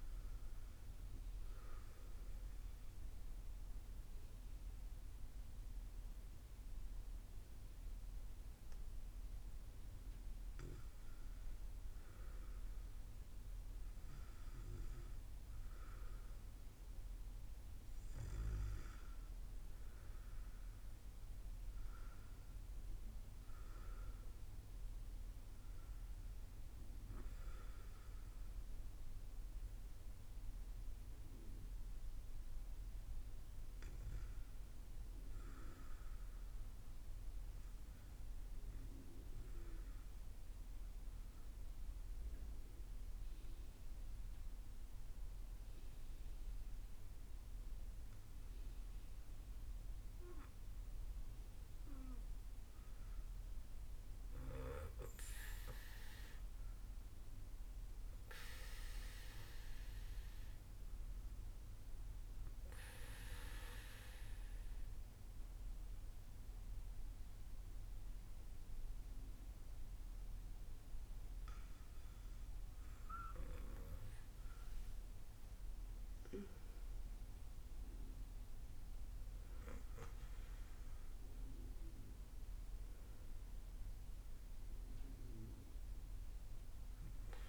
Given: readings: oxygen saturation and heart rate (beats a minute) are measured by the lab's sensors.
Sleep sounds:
breathing in sleep by a room microphone; 3
1.50-11.50 s: obstructive apnea (oxygen 97% before, 95% lowest, heart rate 86 before, 61 extreme, up 55 after)
13.50-17.00 s: arousal
39.00-49.50 s: obstructive apnea (oxygen 97% before, 95% lowest, heart rate 100 before, 64 extreme, up 8 after)
51.50-56.00 s: arousal
62.00-72.00 s: obstructive apnea (oxygen 97% before, 95% lowest, heart rate 82 before, 58 extreme, up 27 after)
74.00-79.50 s: arousal
From the record:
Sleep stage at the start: N2 (light sleep); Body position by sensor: on the back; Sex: female

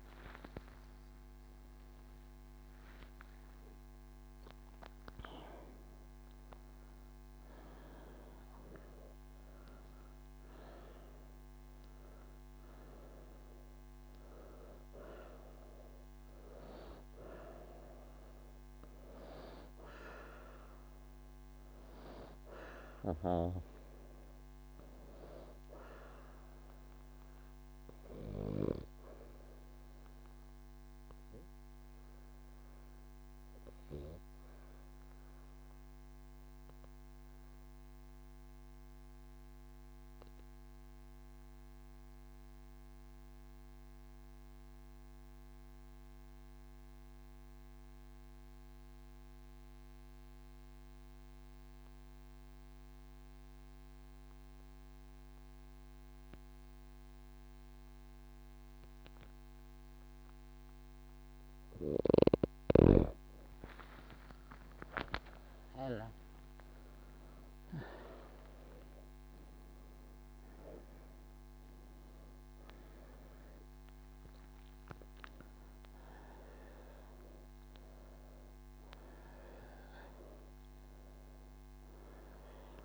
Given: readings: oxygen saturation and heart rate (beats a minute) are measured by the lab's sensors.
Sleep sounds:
breathing in sleep by a microphone on the trachea; none
9.00-44.00 s: oxygen desaturation (device-marked, oxygen 98% before, 88% lowest)
53.00-82.85 s: new sleep stage, N1 (lightest sleep)
61.00-82.85 s: oxygen desaturation (device-marked, oxygen 98% before, 83% lowest)
From the record:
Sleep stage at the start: N2 (light sleep); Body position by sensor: on the right side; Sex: female

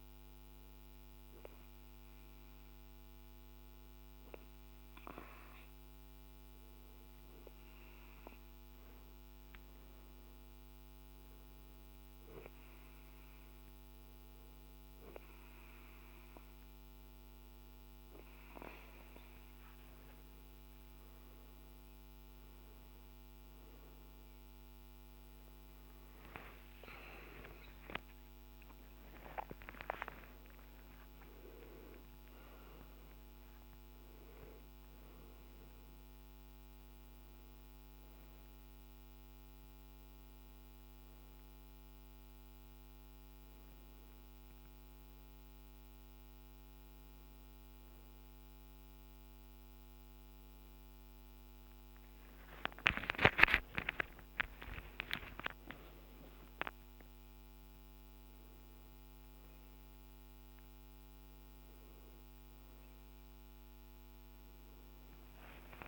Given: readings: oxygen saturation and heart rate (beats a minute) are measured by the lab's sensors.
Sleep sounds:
a person awake in a sleep study, by a microphone on the trachea; none
17.00-65.88 s: new sleep stage, awake
From the record:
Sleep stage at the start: N2 (light sleep); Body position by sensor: on the back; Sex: male

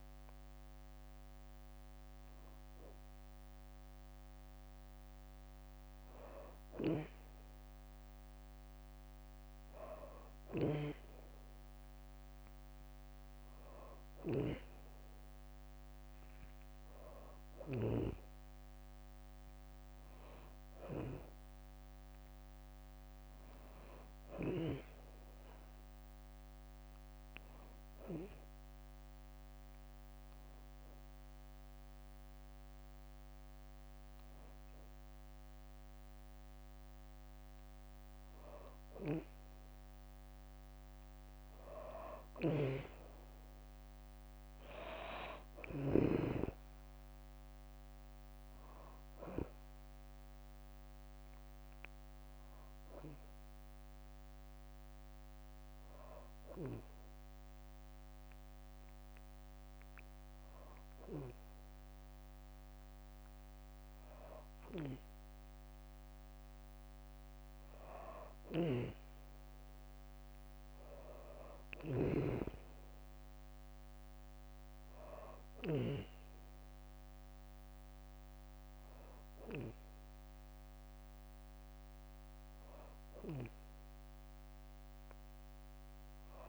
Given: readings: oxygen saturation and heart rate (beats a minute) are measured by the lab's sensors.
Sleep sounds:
breathing in sleep by a microphone on the trachea; none
16.00-18.00 s: long interval between heartbeats (device-marked, heart rate 67 before, 77 extreme)
42.00-46.00 s: snoring (device-marked)
68.00-72.00 s: snoring (device-marked)
71.00-86.49 s: oxygen desaturation (device-marked, oxygen 97% before, 93% lowest, heart rate 67 before, 65 extreme)
77.00-79.00 s: long interval between heartbeats (device-marked, heart rate 69 before, 85 extreme)
From the record:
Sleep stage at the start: N2 (light sleep); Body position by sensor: on the back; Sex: female

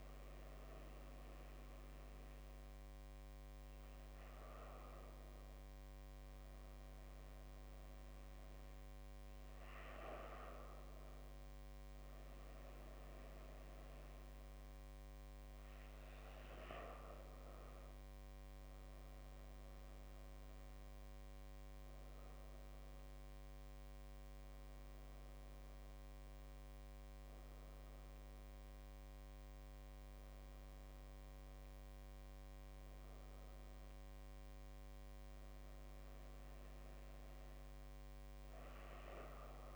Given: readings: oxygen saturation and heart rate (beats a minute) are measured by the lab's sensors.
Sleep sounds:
breathing in sleep by a microphone on the trachea; none
14.50-32.50 s: drop in pulse transit time (device-marked, heart rate 77 before, 79 extreme)
From the record:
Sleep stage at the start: N2 (light sleep); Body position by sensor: on the back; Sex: female

